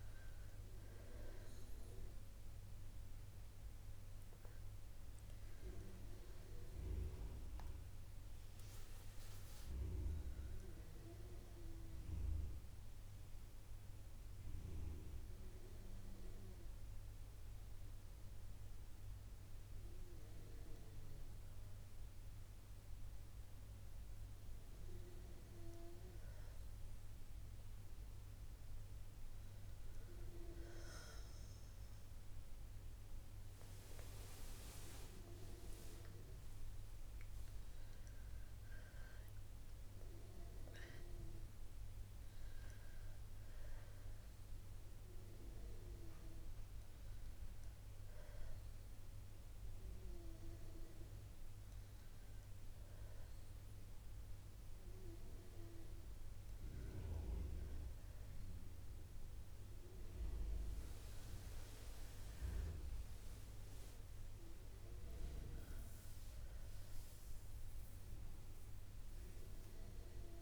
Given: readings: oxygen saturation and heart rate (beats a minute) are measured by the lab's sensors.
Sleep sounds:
a person partly awake in a sleep study, by a room microphone; 1
1.50-31.50 s: new sleep stage, N1 (lightest sleep)
12.00-23.00 s: hypopnea (oxygen 97% before, 93% lowest, heart rate 62 before, 58 extreme, up 1 after)
24.00-27.50 s: arousal
26.50-43.50 s: oxygen desaturation (device-marked, oxygen 97% before, 93% lowest, heart rate 60 before, 59 extreme)
31.50-70.42 s: new sleep stage, N2 (light sleep)
From the record:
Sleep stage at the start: awake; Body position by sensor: on the back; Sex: female

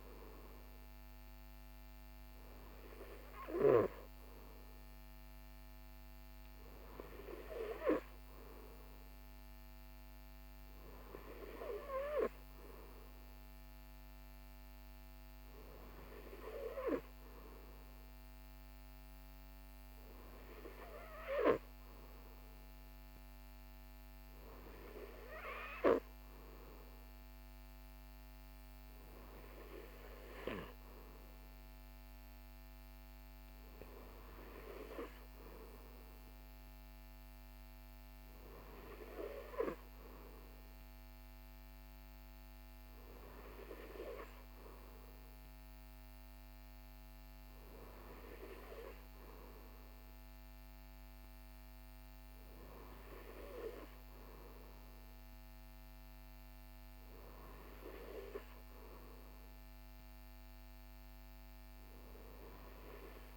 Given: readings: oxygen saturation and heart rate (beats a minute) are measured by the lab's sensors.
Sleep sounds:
breathing in sleep by a microphone on the trachea; none
none scored
From the record:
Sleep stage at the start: N3 (deep sleep); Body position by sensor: on the right side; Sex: male

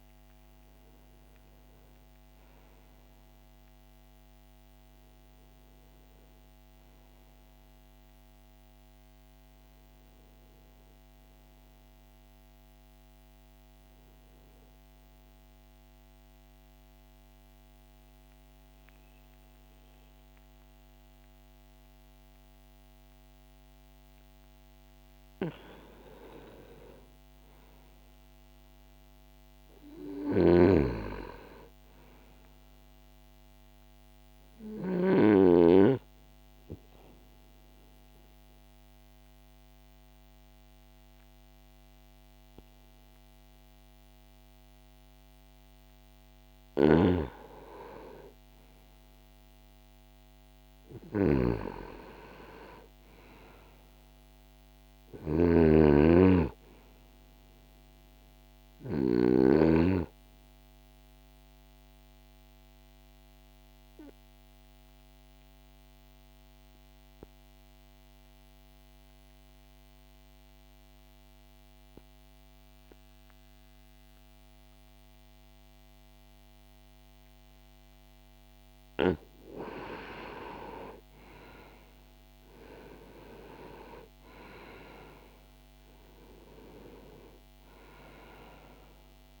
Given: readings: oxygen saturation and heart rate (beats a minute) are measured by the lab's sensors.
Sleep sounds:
a person partly awake in a sleep study, by a microphone on the trachea; 3
0.00-18.50 s: oxygen desaturation (device-marked, oxygen 86% lowest, heart rate 60 extreme)
12.50-89.40 s: new sleep stage, N2 (light sleep)
15.00-25.00 s: central apnea (oxygen 91% before, 88% lowest, heart rate 79 before, 60 extreme, up 2 after)
27.00-30.50 s: arousal
29.50-34.50 s: snoring (device-marked)
34.50-50.50 s: oxygen desaturation (device-marked, oxygen 99% before, 90% lowest, heart rate 65 before, 60 extreme)
36.00-47.00 s: mixed apnea (oxygen 99% before, 87% lowest, heart rate 65 before, 60 extreme, up 3 after)
46.00-59.00 s: snoring (device-marked)
51.00-55.00 s: arousal
60.00-78.00 s: obstructive apnea (oxygen 98% before, 86% lowest, heart rate 62 before, 60 extreme, up 3 after)
64.50-76.50 s: oxygen desaturation (device-marked, oxygen 94% before, 89% lowest, heart rate 62 before, 60 extreme)
79.50-84.00 s: arousal
83.50-89.40 s: oxygen desaturation (device-marked, oxygen 95% before, 86% lowest, heart rate 62 before, 59 extreme)
From the record:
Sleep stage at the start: awake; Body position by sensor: on the back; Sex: male

